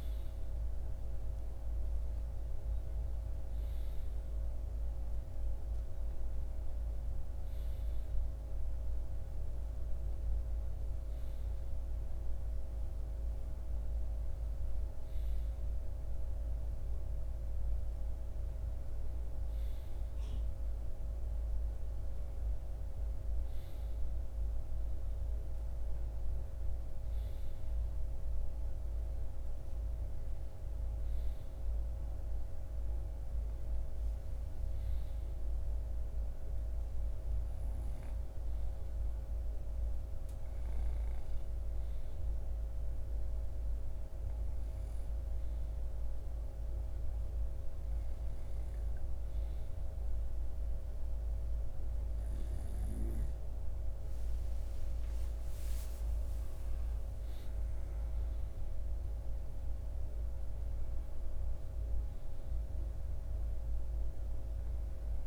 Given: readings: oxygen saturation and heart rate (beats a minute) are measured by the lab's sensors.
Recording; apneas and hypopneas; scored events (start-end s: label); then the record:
breathing in sleep, hard to hear, by a room microphone; none
none scored
From the record:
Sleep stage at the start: N2 (light sleep); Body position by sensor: on the right side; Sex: male